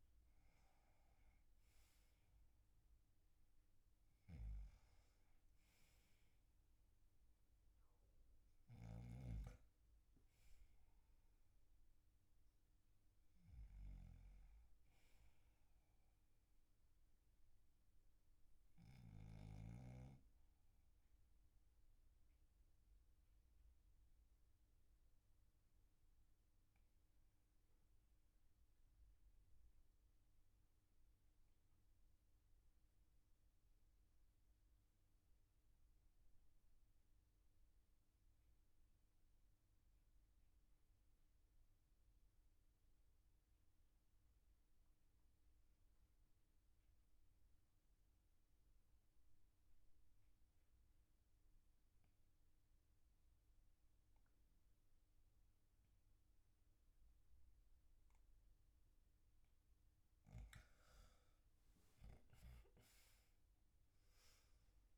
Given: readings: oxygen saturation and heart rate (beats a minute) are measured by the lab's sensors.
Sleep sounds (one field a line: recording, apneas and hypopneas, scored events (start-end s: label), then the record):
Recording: breathing in sleep, hard to hear, by a room microphone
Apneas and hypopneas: 1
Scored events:
11.50-15.00 s: arousal
18.50-59.00 s: obstructive apnea (oxygen 99% before, 90% lowest, heart rate 50 before, 36 extreme, up 16 after)
61.00-64.50 s: arousal
From the record:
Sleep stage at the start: N2 (light sleep)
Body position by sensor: on the back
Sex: male